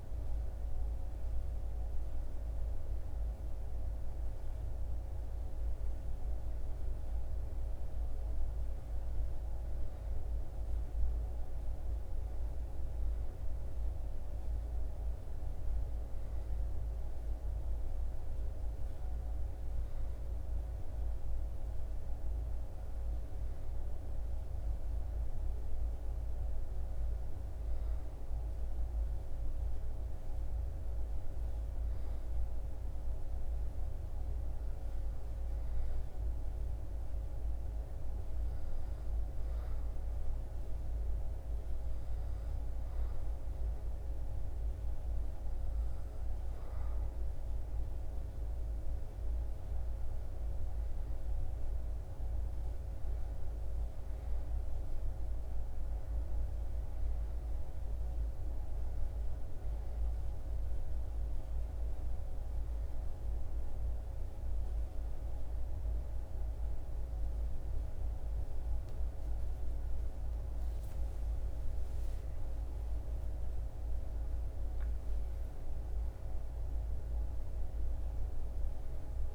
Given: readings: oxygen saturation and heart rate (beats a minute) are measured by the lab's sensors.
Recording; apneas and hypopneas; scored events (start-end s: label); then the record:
breathing in sleep, hard to hear, by a room microphone; 1
37.50-48.50 s: hypopnea (oxygen 97% before, 94% lowest, heart rate 74 before, 72 extreme, up 5 after)
51.00-55.00 s: arousal
From the record:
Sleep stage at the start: N1 (lightest sleep); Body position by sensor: on the back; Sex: male